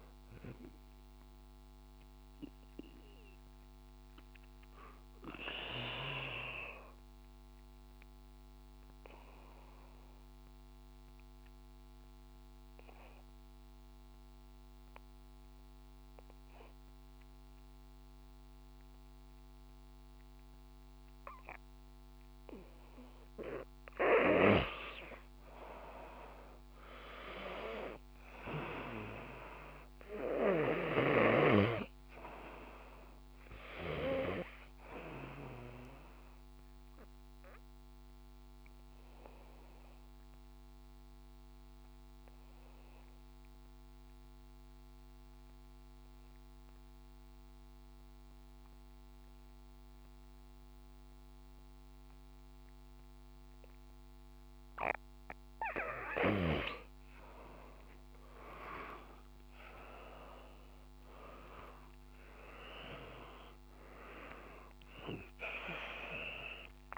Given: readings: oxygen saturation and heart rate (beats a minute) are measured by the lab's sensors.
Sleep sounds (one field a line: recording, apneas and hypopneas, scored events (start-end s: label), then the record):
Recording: breathing in sleep by a microphone on the trachea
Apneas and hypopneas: 2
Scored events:
0.00-14.00 s: oxygen desaturation (device-marked, oxygen 92% lowest, heart rate 55 extreme)
2.50-22.00 s: obstructive apnea (oxygen 97% before, 90% lowest, heart rate 59 before, 55 extreme, up 0 after)
24.00-28.00 s: arousal
32.00-52.00 s: oxygen desaturation (device-marked, oxygen 97% before, 91% lowest, heart rate 57 before, 55 extreme)
36.00-54.50 s: obstructive apnea (oxygen 97% before, 90% lowest, heart rate 57 before, 55 extreme, up 3 after)
57.50-62.50 s: arousal
61.00-66.98 s: oxygen desaturation (device-marked, oxygen 97% before, 90% lowest, heart rate 56 before, 55 extreme)
From the record:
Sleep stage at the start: N2 (light sleep)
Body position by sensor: on the back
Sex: male